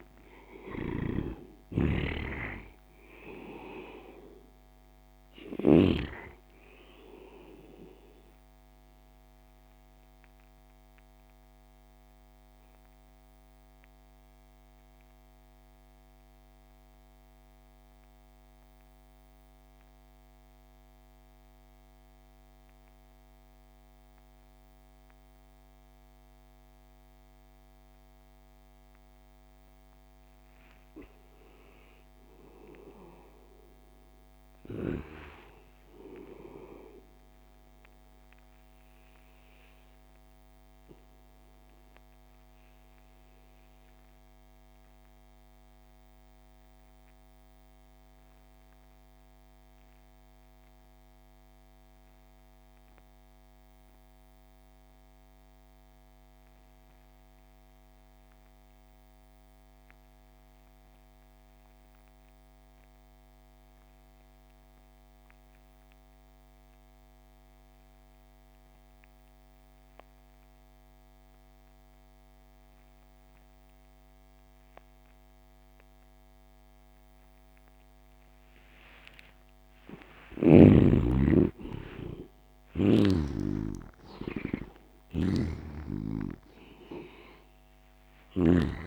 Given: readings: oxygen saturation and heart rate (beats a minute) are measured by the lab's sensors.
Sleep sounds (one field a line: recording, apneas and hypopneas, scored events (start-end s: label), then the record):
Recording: breathing in sleep by a microphone on the trachea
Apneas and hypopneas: 2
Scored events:
0.00-1.50 s: arousal
0.00-25.00 s: oxygen desaturation (device-marked, oxygen 71% lowest)
0.50-5.50 s: snoring (device-marked)
8.50-28.50 s: central apnea (oxygen 97% before, 71% lowest)
31.50-36.00 s: arousal
43.50-78.50 s: obstructive apnea (oxygen 98% before, 73% lowest)
45.00-55.00 s: oxygen desaturation (device-marked, oxygen 96% before, 92% lowest)
64.00-88.87 s: oxygen desaturation (device-marked, oxygen 97% before, 73% lowest)
80.00-85.00 s: arousal
84.50-88.00 s: snoring (device-marked)
From the record:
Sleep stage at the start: N2 (light sleep)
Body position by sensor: on the back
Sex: male